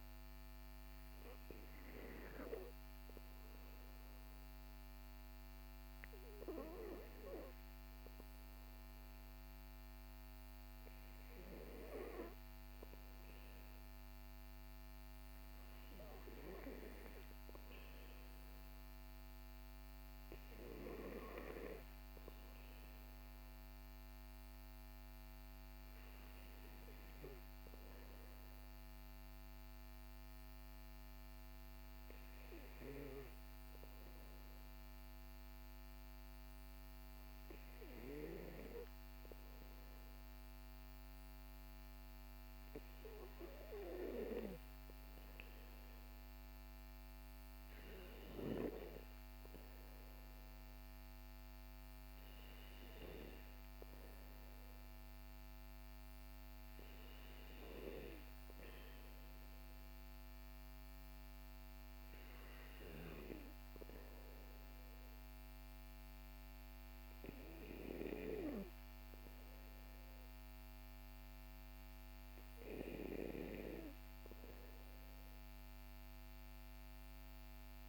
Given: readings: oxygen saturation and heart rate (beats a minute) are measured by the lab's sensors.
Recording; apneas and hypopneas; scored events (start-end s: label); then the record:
breathing in sleep by a microphone on the trachea; none
none scored
From the record:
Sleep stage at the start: N2 (light sleep); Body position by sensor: on the back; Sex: male